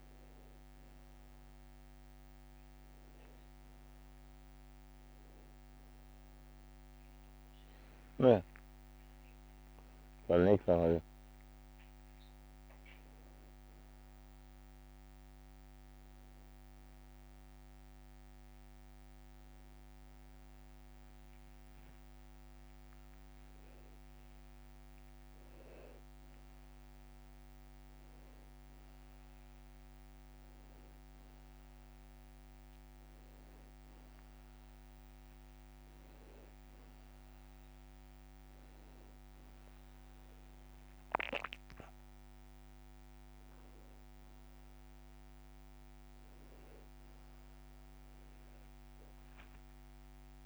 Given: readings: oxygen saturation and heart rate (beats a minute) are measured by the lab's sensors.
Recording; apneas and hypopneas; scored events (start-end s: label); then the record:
a person awake in a sleep study, hard to hear, by a microphone on the trachea; none
0.00-1.00 s: long interval between heartbeats (device-marked, heart rate 68 extreme)
6.00-8.00 s: long interval between heartbeats (device-marked, heart rate 61 before, 68 extreme)
21.00-50.46 s: tachycardia (device-marked, heart rate 73 before, 185 extreme)
22.00-24.00 s: long interval between heartbeats (device-marked, heart rate 64 before, 69 extreme)
24.00-26.00 s: long interval between heartbeats (device-marked, heart rate 65 before, 108 extreme)
27.00-29.00 s: long interval between heartbeats (device-marked, heart rate 73 before, 139 extreme)
30.00-32.00 s: long interval between heartbeats (device-marked, heart rate 84 before, 121 extreme)
34.50-36.50 s: long interval between heartbeats (device-marked, heart rate 96 before, 125 extreme)
37.50-39.50 s: long interval between heartbeats (device-marked, heart rate 106 before, 157 extreme)
40.50-42.50 s: long interval between heartbeats (device-marked, heart rate 123 before, 175 extreme)
42.50-44.50 s: long interval between heartbeats (device-marked, heart rate 135 before, 146 extreme)
45.00-47.00 s: long interval between heartbeats (device-marked, heart rate 144 before, 128 extreme)
47.50-49.50 s: long interval between heartbeats (device-marked, heart rate 145 before, 147 extreme)
From the record:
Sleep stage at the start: awake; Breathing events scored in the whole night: 132 in 5.2 hours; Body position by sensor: on the back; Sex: male